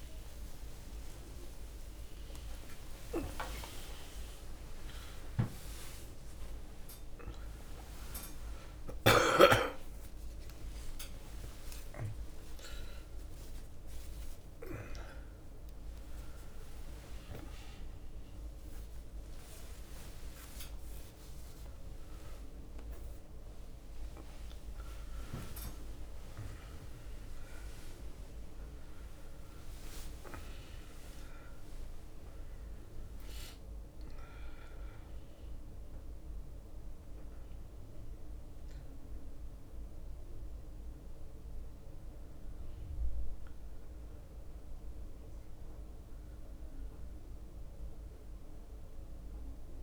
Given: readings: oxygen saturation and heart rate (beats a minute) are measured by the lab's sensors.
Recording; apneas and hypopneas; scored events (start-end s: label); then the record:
a person awake in a sleep study, by a room microphone; none
0.00-2.00 s: long interval between heartbeats (device-marked, heart rate 77 before, 140 extreme)
0.00-3.50 s: tachycardia (device-marked, heart rate 158 extreme)
3.50-5.50 s: long interval between heartbeats (device-marked, heart rate 92 before, 131 extreme)
7.50-16.50 s: tachycardia (device-marked, heart rate 68 before, 159 extreme)
8.50-10.50 s: long interval between heartbeats (device-marked, heart rate 104 before, 94 extreme)
11.00-13.00 s: long interval between heartbeats (device-marked, heart rate 107 before, 121 extreme)
13.50-15.50 s: long interval between heartbeats (device-marked, heart rate 117 before, 159 extreme)
16.00-18.00 s: long interval between heartbeats (device-marked, heart rate 126 before, 125 extreme)
16.50-18.50 s: bradycardia (device-marked, heart rate 69 before, 125 extreme)
21.00-23.00 s: long interval between heartbeats (device-marked, heart rate 122 before, 43 extreme)
30.50-32.50 s: long interval between heartbeats (device-marked, heart rate 96 before, 78 extreme)
36.00-37.50 s: leg movement (device-marked)
36.50-45.50 s: drop in pulse transit time (device-marked, heart rate 79 before, 64 extreme)
From the record:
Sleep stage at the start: awake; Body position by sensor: on the back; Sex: male